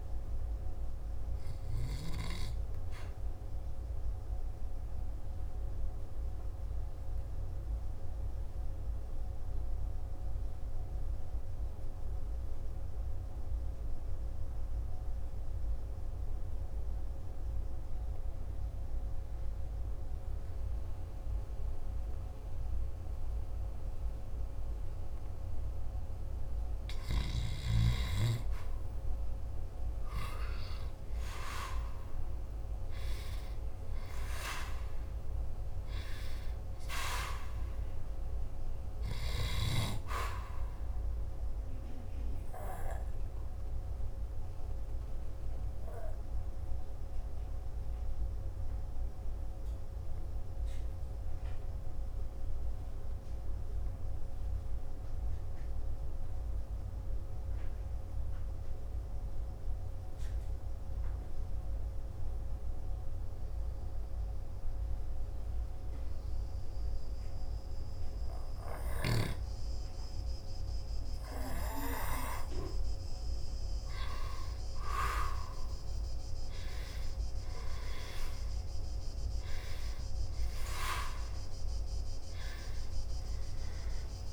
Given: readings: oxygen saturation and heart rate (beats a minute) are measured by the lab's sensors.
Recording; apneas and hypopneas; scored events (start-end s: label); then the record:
breathing in sleep by a room microphone; 2
4.00-26.50 s: obstructive apnea (oxygen 97% before, 90% lowest, heart rate 58 before, 48 extreme, up 3 after)
5.00-20.00 s: oxygen desaturation (device-marked, oxygen 96% before, 90% lowest, heart rate 58 before, 48 extreme)
29.50-33.00 s: arousal
41.50-73.00 s: obstructive apnea (oxygen 98% before, 91% lowest, heart rate 51 before, 49 extreme, up 5 after)
60.00-70.00 s: oxygen desaturation (device-marked, oxygen 96% before, 91% lowest, heart rate 56 before, 49 extreme)
80.50-84.33 s: arousal
From the record:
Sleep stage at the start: N2 (light sleep); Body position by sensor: on the back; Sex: male